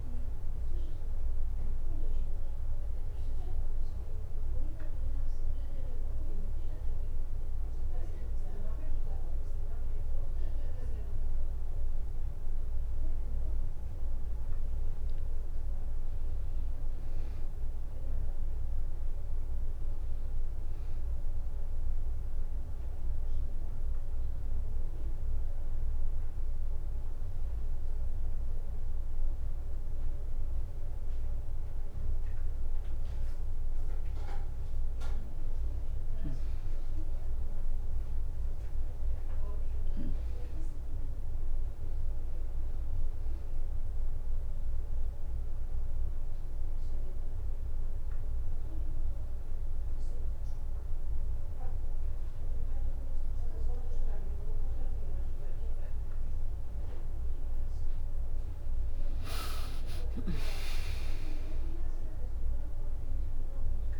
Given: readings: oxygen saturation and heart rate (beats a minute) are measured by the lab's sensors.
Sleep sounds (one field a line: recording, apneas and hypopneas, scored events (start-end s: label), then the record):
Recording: breathing in sleep by a room microphone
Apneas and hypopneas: 3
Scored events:
0.00-7.00 s: oxygen desaturation (device-marked, oxygen 93% lowest, heart rate 63 extreme)
1.50-11.50 s: hypopnea (oxygen 96% before, 92% lowest, heart rate 65 before, 63 extreme, up 3 after)
13.00-17.00 s: arousal
19.00-31.00 s: oxygen desaturation (device-marked, oxygen 96% before, 93% lowest, heart rate 64 before, 63 extreme)
24.00-34.00 s: hypopnea (oxygen 96% before, 92% lowest, heart rate 64 before, 63 extreme, up 1 after)
36.00-40.00 s: arousal
43.50-53.50 s: hypopnea (oxygen 96% before, 92% lowest, heart rate 65 before, 63 extreme, up 12 after)
45.00-53.00 s: oxygen desaturation (device-marked, oxygen 96% before, 92% lowest, heart rate 65 before, 63 extreme)
56.00-60.00 s: arousal
59.50-61.50 s: long interval between heartbeats (device-marked, heart rate 64 before, 74 extreme)
61.00-64.00 s: drop in pulse transit time (device-marked, heart rate 65 before, 64 extreme)
63.00-64.00 s: oxygen desaturation (device-marked, oxygen 97% before, 93% lowest, heart rate 66 before, 61 extreme)
From the record:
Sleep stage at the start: N2 (light sleep)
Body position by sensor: on the back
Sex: female